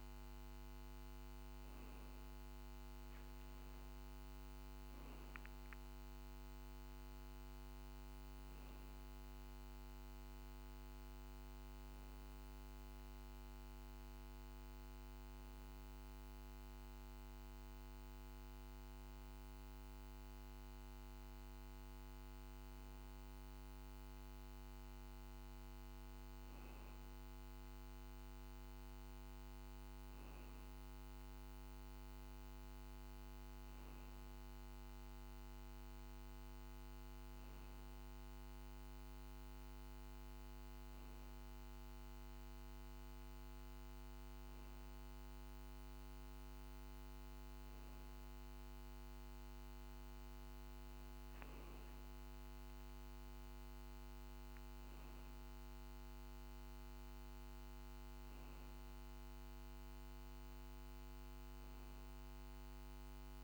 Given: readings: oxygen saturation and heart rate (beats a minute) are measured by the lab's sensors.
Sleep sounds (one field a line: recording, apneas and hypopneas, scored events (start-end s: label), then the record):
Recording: breathing in sleep, hard to hear, by a microphone on the trachea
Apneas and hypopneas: 1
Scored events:
12.00-24.50 s: hypopnea (oxygen 94% before, 93% lowest, heart rate 50 before, 49 extreme, up 1 after)
26.00-28.50 s: arousal
From the record:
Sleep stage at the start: N2 (light sleep)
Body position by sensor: on the back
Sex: male